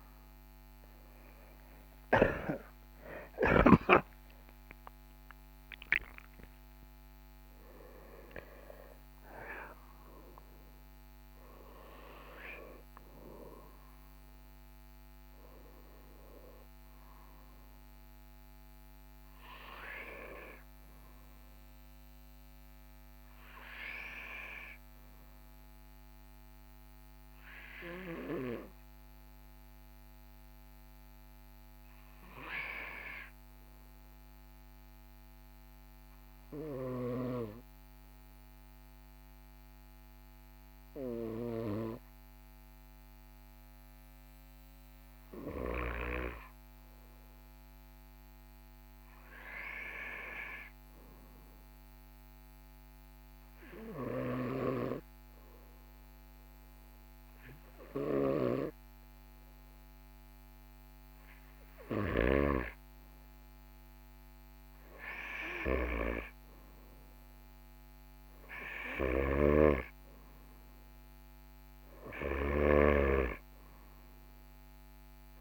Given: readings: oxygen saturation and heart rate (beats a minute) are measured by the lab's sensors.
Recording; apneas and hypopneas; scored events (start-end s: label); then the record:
breathing in sleep by a microphone on the trachea; 1
0.00-33.00 s: oxygen desaturation (device-marked, oxygen 93% lowest, heart rate 42 extreme)
1.50-6.50 s: arousal
34.00-45.00 s: obstructive apnea (oxygen 99% before, 96% lowest, heart rate 45 before, 42 extreme, up 1 after)
45.50-49.50 s: arousal
From the record:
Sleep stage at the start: N2 (light sleep); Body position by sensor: on the right side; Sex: male